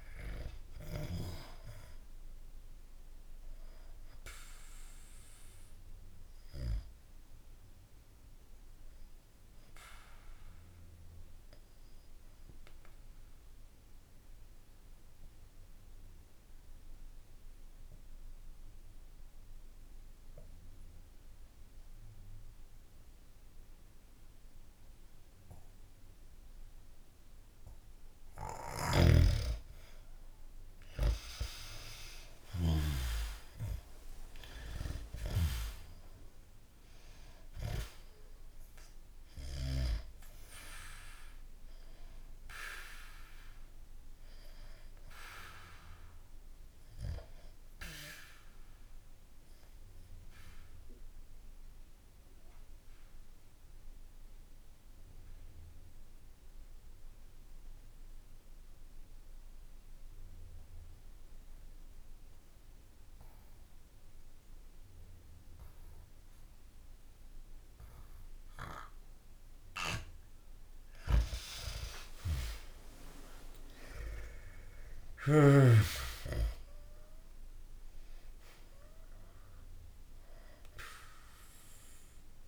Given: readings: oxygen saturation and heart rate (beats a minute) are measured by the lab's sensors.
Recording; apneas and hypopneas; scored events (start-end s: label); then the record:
breathing in sleep by a room microphone; 2
0.00-10.50 s: oxygen desaturation (device-marked, oxygen 90% lowest, heart rate 62 extreme)
5.00-27.50 s: obstructive apnea (oxygen 97% before, 89% lowest, heart rate 66 before, 62 extreme, up 1 after)
28.50-33.00 s: snoring (device-marked)
29.50-34.00 s: arousal
32.50-58.50 s: oxygen desaturation (device-marked, oxygen 98% before, 89% lowest, heart rate 64 before, 63 extreme)
48.50-69.50 s: obstructive apnea (oxygen 98% before, 89% lowest, heart rate 65 before, 63 extreme, up 2 after)
71.00-75.50 s: arousal
74.50-82.48 s: oxygen desaturation (device-marked, oxygen 98% before, 92% lowest, heart rate 66 before, 65 extreme)
From the record:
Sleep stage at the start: N2 (light sleep); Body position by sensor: on the back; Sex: male